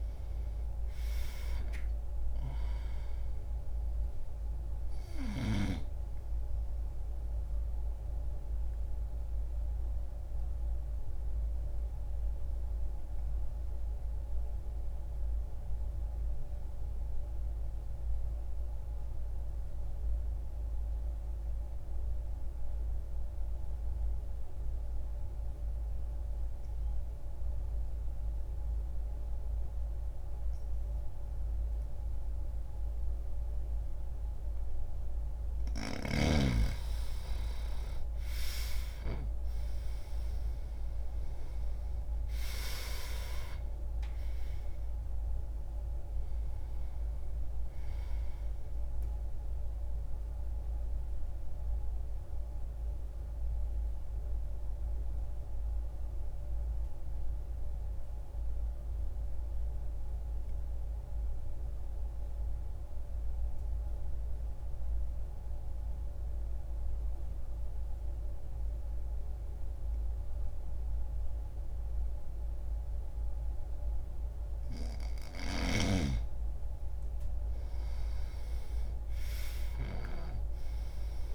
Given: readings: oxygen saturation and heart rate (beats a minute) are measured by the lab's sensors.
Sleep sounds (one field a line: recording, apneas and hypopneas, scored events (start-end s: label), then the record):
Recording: breathing in sleep by a room microphone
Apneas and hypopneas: 2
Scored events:
0.00-26.50 s: oxygen desaturation (device-marked, oxygen 83% lowest)
7.00-34.00 s: obstructive apnea (oxygen 98% before, 83% lowest)
36.00-41.00 s: arousal
36.50-73.50 s: oxygen desaturation (device-marked, oxygen 98% before, 84% lowest)
50.50-75.00 s: mixed apnea (oxygen 98% before, 84% lowest)
77.00-81.00 s: arousal
From the record:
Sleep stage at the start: N2 (light sleep)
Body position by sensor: on the back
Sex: male